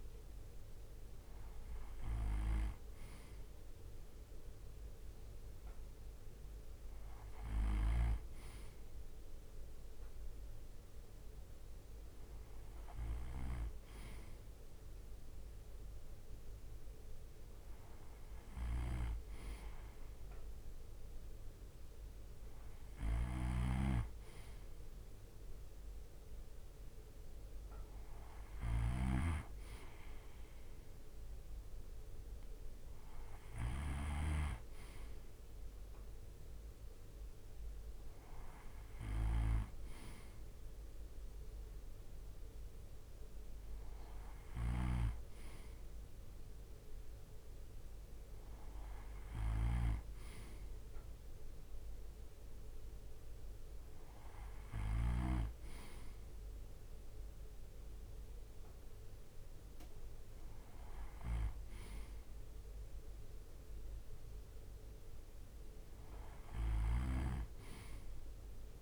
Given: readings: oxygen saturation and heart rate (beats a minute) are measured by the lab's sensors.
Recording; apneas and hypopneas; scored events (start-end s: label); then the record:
breathing in sleep by a room microphone; none
18.00-55.00 s: snoring (device-marked)
From the record:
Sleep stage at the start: N2 (light sleep); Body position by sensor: on the right side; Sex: male